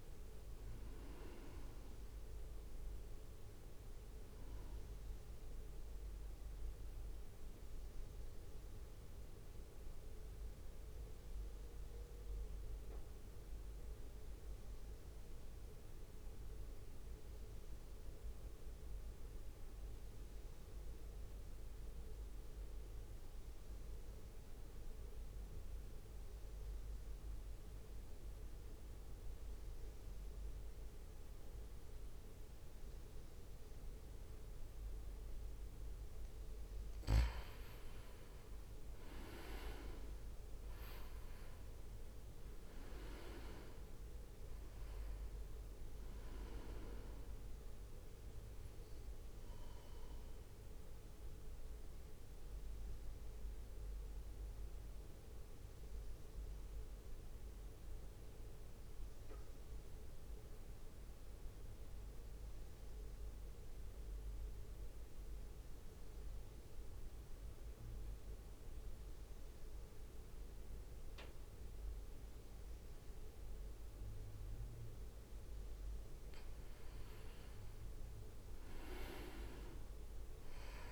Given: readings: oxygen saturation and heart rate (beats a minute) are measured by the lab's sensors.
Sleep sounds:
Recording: breathing in sleep, hard to hear, by a room microphone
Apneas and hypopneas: 2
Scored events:
0.00-9.50 s: drop in pulse transit time (device-marked, heart rate 58 extreme)
0.00-17.50 s: oxygen desaturation (device-marked, oxygen 88% lowest, heart rate 55 extreme)
6.50-35.00 s: mixed apnea (oxygen 98% before, 88% lowest, heart rate 63 before, 55 extreme, up 6 after)
34.50-63.50 s: oxygen desaturation (device-marked, oxygen 97% before, 88% lowest, heart rate 60 before, 56 extreme)
39.00-42.50 s: arousal
49.50-75.50 s: mixed apnea (heart rate 60 before, 57 extreme, up 3 after)
77.00-80.92 s: arousal
79.50-80.92 s: oxygen desaturation (device-marked, oxygen 97% before, 90% lowest)
From the record:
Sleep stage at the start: N2 (light sleep)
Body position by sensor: on the right side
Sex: male

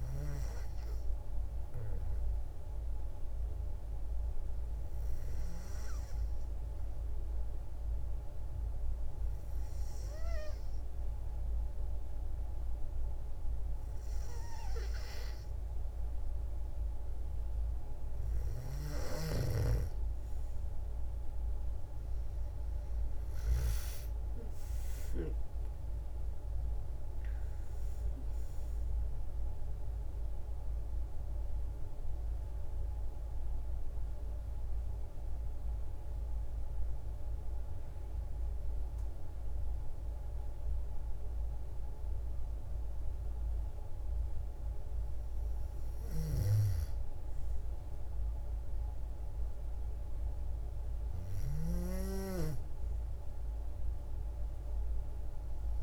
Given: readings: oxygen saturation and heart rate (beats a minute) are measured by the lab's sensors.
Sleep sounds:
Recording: breathing in sleep by a room microphone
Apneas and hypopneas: 2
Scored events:
6.50-18.50 s: hypopnea (oxygen 96% before, 92% lowest, heart rate 57 before, 54 extreme, up 10 after)
20.00-23.50 s: arousal
29.50-44.50 s: mixed apnea (oxygen 96% before, 92% lowest, heart rate 58 before, 53 extreme, up 5 after)
48.00-51.50 s: arousal
From the record:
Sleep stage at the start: N2 (light sleep)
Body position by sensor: on the back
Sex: female

